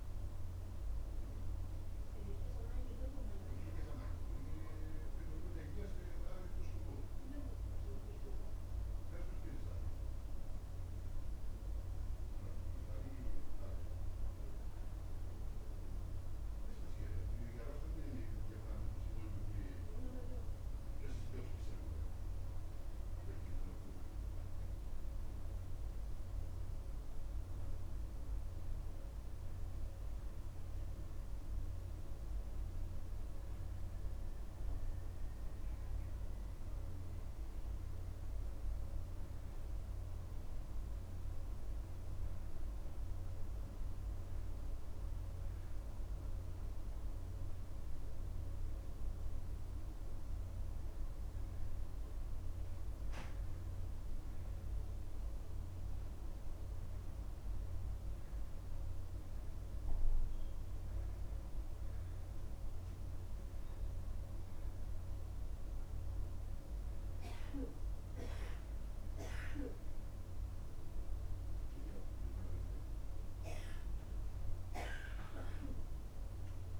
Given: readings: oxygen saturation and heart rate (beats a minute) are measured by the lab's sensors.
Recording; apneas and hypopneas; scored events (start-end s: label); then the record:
breathing in sleep, hard to hear, by a room microphone; none
none scored
From the record:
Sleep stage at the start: N1 (lightest sleep); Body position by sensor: on the back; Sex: male